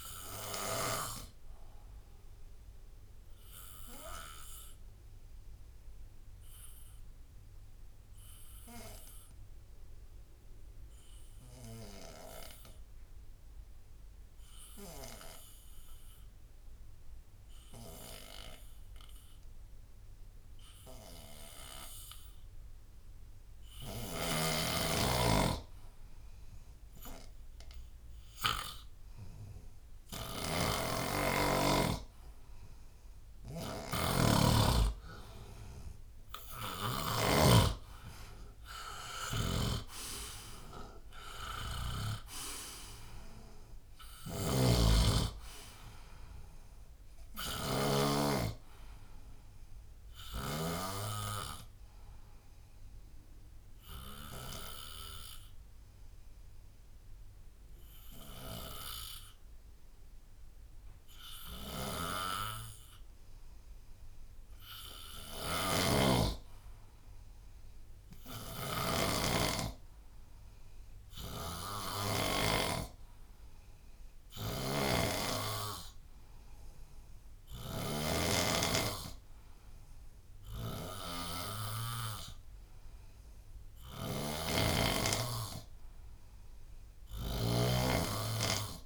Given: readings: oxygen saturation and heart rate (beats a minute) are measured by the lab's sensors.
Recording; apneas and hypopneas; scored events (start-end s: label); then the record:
breathing in sleep by a room microphone; 2
2.00-24.50 s: obstructive apnea (oxygen 99% before, 87% lowest, heart rate 81 before, 68 extreme, up 7 after)
3.50-16.50 s: oxygen desaturation (device-marked, oxygen 96% before, 92% lowest, heart rate 82 before, 68 extreme)
23.50-49.50 s: oxygen desaturation (device-marked, oxygen 98% before, 87% lowest, heart rate 79 before, 68 extreme)
24.00-37.00 s: snoring (device-marked)
27.00-30.00 s: arousal
39.00-48.00 s: snoring (device-marked)
51.50-64.00 s: obstructive apnea (oxygen 98% before, 89% lowest, heart rate 76 before, 71 extreme, up 7 after)
65.00-70.00 s: arousal
65.50-69.00 s: snoring (device-marked)
71.00-88.86 s: snoring (device-marked)
79.50-88.86 s: oxygen desaturation (device-marked, oxygen 97% before, 91% lowest, heart rate 75 before, 68 extreme)
From the record:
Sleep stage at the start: N2 (light sleep); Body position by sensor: on the left side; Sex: male